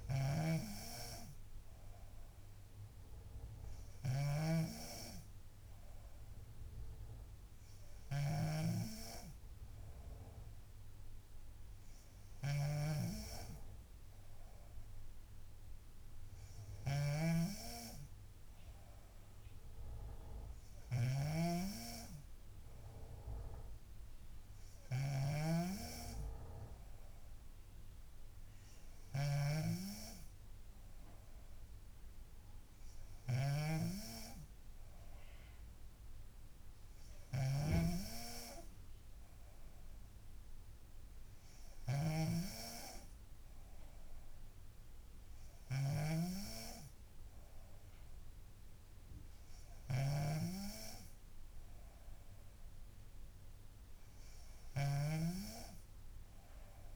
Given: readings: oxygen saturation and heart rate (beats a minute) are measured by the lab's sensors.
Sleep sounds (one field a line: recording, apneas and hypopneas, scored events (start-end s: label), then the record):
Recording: breathing in sleep by a room microphone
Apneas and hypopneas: none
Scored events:
0.00-9.00 s: snoring (device-marked)
17.00-56.95 s: snoring (device-marked)
From the record:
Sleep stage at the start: N3 (deep sleep)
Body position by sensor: on the back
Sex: female